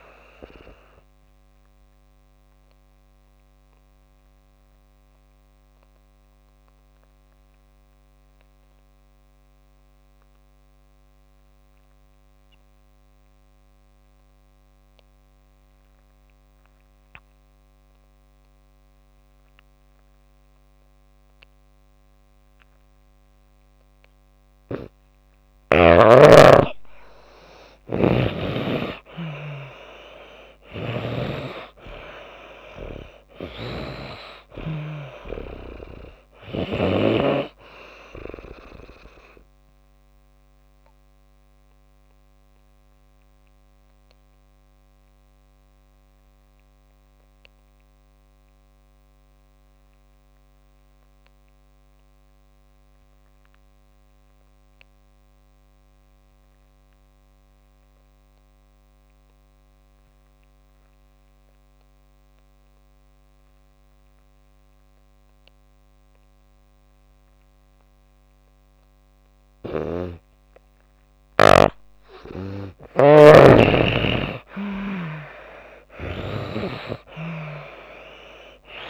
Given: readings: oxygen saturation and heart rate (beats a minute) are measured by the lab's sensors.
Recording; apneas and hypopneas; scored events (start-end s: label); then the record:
breathing in sleep by a microphone on the trachea; 2
0.50-24.50 s: obstructive apnea (oxygen 96% before, 81% lowest)
0.50-24.50 s: oxygen desaturation (device-marked, oxygen 96% before, 81% lowest)
27.50-31.50 s: arousal
38.50-58.50 s: oxygen desaturation (device-marked, oxygen 96% before, 84% lowest)
40.00-70.00 s: obstructive apnea (oxygen 97% before, 84% lowest)
70.50-78.90 s: oxygen desaturation (device-marked, oxygen 97% before, 84% lowest)
72.00-75.00 s: arousal
From the record:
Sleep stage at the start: N2 (light sleep); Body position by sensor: on the back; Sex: female